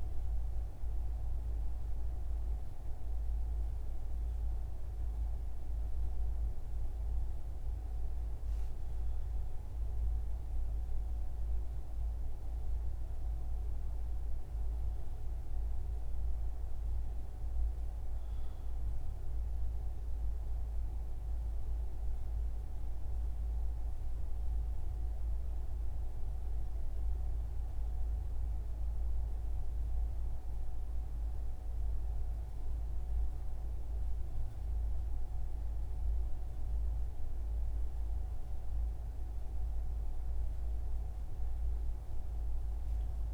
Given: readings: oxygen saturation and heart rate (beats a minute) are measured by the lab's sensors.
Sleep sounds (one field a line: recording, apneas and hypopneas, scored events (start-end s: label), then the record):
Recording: breathing in sleep, hard to hear, by a room microphone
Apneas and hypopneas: none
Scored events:
none scored
From the record:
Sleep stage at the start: N1 (lightest sleep)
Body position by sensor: on the front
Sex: male